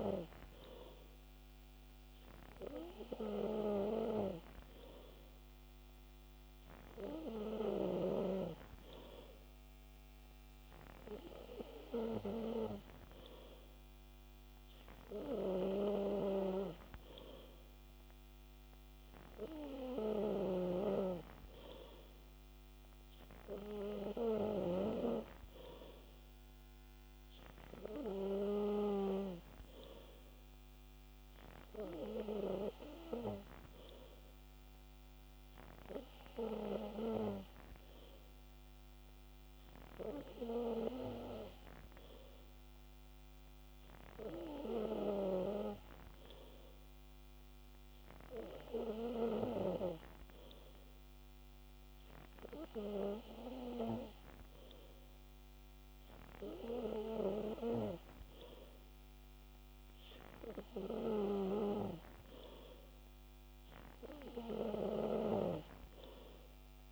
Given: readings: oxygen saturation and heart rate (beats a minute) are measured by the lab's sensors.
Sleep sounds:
breathing in sleep by a microphone on the trachea; none
none scored
From the record:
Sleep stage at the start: N2 (light sleep); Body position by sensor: on the back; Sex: male

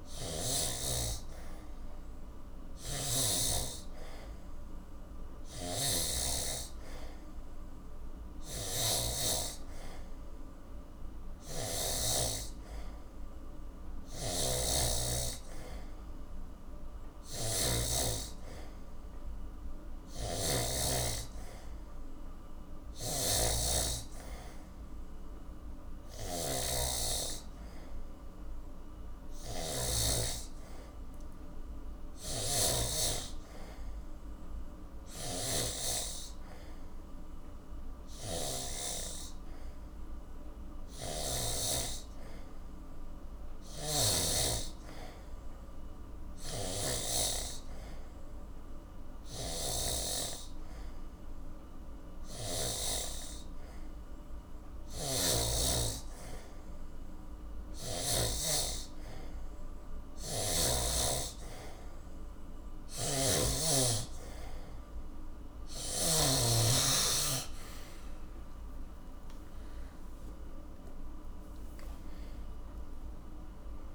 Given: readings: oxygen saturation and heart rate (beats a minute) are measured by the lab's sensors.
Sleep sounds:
breathing in sleep by a room microphone; none
2.50-12.00 s: snoring (device-marked)
11.50-18.50 s: oxygen desaturation (device-marked, oxygen 91% before, 88% lowest, heart rate 70 before, 63 extreme)
14.00-30.00 s: snoring (device-marked)
32.00-41.50 s: snoring (device-marked)
43.50-50.00 s: snoring (device-marked)
49.50-58.50 s: oxygen desaturation (device-marked, oxygen 91% before, 88% lowest, heart rate 68 before, 71 extreme)
54.50-58.00 s: snoring (device-marked)
62.50-66.00 s: snoring (device-marked)
From the record:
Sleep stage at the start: N3 (deep sleep); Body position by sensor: on the back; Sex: male

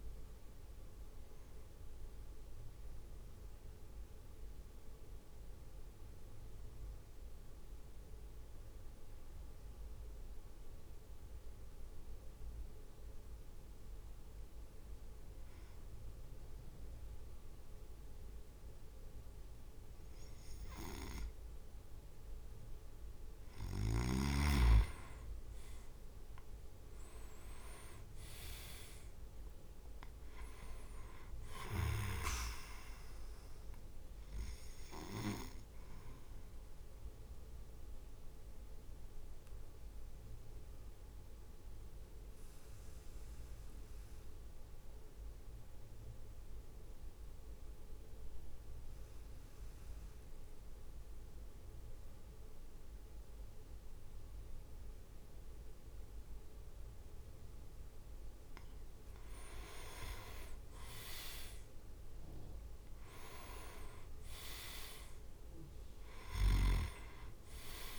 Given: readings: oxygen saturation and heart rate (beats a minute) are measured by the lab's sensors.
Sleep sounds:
breathing in sleep by a room microphone; 2
2.50-11.50 s: drop in pulse transit time (device-marked, heart rate 56 before, 51 extreme)
5.00-22.50 s: mixed apnea (oxygen 98% before, 95% lowest, heart rate 56 before, 50 extreme, up 9 after)
26.00-29.50 s: arousal
26.50-37.50 s: drop in pulse transit time (device-marked, heart rate 52 before, 52 extreme)
27.50-29.00 s: leg movement (device-marked)
37.00-58.00 s: mixed apnea (oxygen 100% before, 95% lowest, heart rate 56 before, 51 extreme, up 6 after)
58.50-60.00 s: leg movement (device-marked)
59.50-67.99 s: drop in pulse transit time (device-marked, heart rate 54 before, 54 extreme)
60.00-62.00 s: leg movement (device-marked)
60.50-65.00 s: arousal
From the record:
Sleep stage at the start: N2 (light sleep); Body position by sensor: on the back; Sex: male

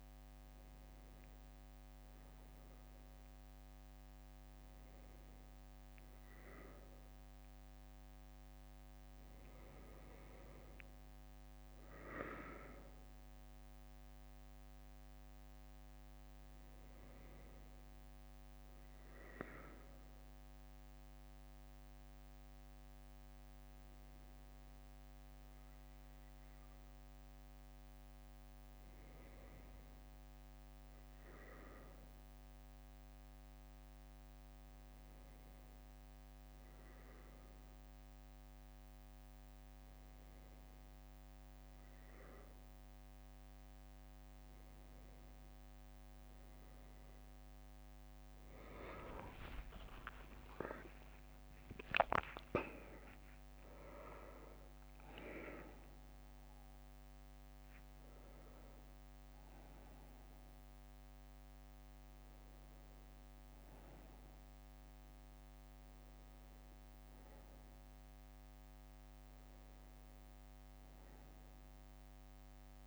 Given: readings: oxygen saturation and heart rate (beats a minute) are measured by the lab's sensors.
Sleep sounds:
breathing in sleep by a microphone on the trachea; none
47.50-52.50 s: arousal
50.00-52.00 s: leg movement (device-marked)
From the record:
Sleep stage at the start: N1 (lightest sleep); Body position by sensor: on the back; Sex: male

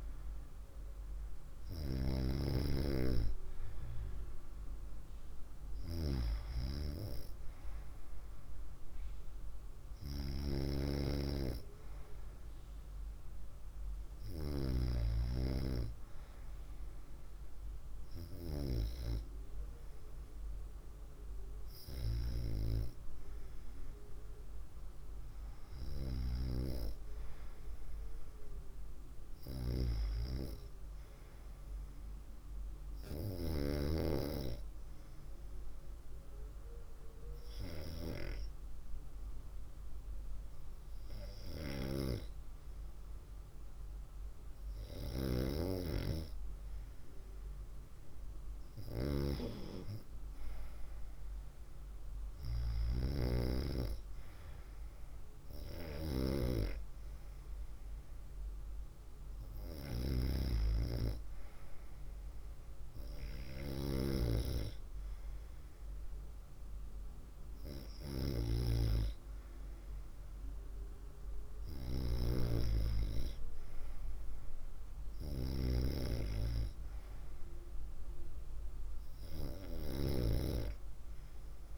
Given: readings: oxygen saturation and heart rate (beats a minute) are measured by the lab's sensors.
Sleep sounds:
breathing in sleep by a room microphone; 1
21.50-25.50 s: arousal
33.00-46.50 s: hypopnea (oxygen 96% before, 94% lowest, heart rate 63 before, 60 extreme, up 2 after)
50.00-53.50 s: arousal
From the record:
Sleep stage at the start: N2 (light sleep); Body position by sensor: on the right side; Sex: female

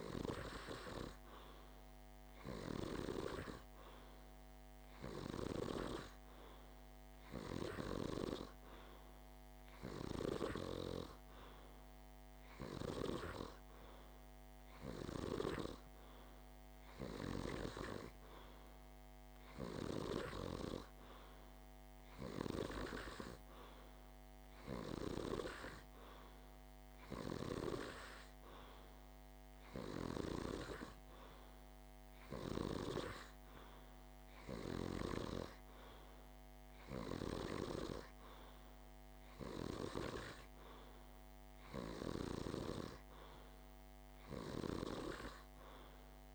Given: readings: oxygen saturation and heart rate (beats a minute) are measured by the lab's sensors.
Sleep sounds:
breathing in sleep by a microphone on the trachea; none
none scored
From the record:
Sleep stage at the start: N2 (light sleep); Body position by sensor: on the back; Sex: male

